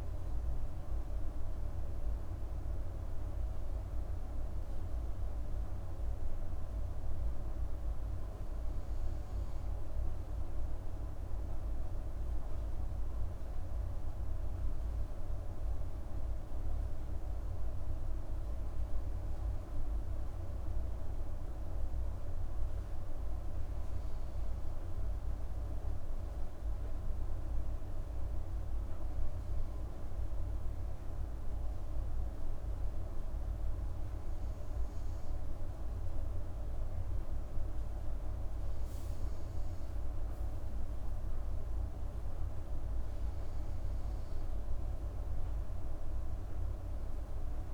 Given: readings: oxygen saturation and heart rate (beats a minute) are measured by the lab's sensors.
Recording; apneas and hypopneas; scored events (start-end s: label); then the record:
breathing in sleep, hard to hear, by a room microphone; none
none scored
From the record:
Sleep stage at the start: N2 (light sleep); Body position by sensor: on the right side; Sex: female